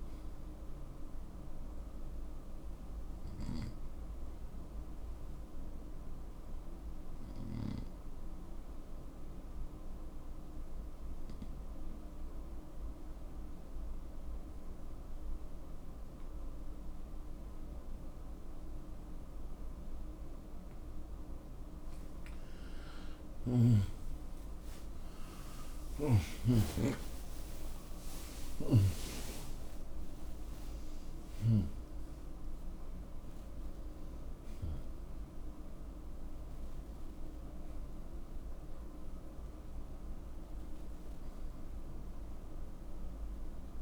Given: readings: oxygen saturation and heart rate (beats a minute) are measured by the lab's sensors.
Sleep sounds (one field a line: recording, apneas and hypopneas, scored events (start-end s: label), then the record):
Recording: breathing in sleep by a room microphone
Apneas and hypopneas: 1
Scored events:
0.00-13.00 s: oxygen desaturation (device-marked, oxygen 91% lowest, heart rate 61 extreme)
0.50-22.50 s: obstructive apnea (oxygen 97% before, 89% lowest, heart rate 80 before, 60 extreme)
24.00-28.50 s: arousal
33.00-43.82 s: oxygen desaturation (device-marked, oxygen 95% before, 89% lowest, heart rate 84 before, 60 extreme)
From the record:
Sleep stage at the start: N2 (light sleep)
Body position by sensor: on the right side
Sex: male